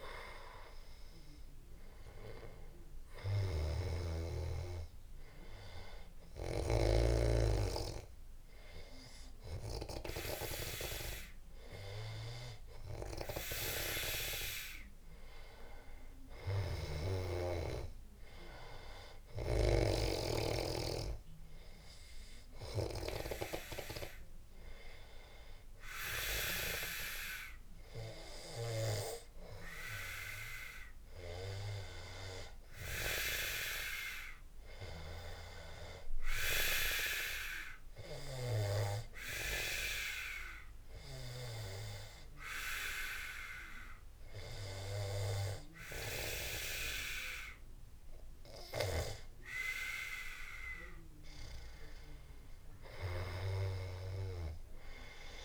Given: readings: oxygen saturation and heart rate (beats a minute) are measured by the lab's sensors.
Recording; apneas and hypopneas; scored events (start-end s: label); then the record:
breathing in sleep by a room microphone; 1
30.50-33.50 s: arousal
36.00-48.00 s: hypopnea (oxygen 96% before, 92% lowest, heart rate 86 before, 79 extreme, up 4 after)
50.00-53.50 s: arousal
From the record:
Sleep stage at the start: N2 (light sleep); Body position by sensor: on the back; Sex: male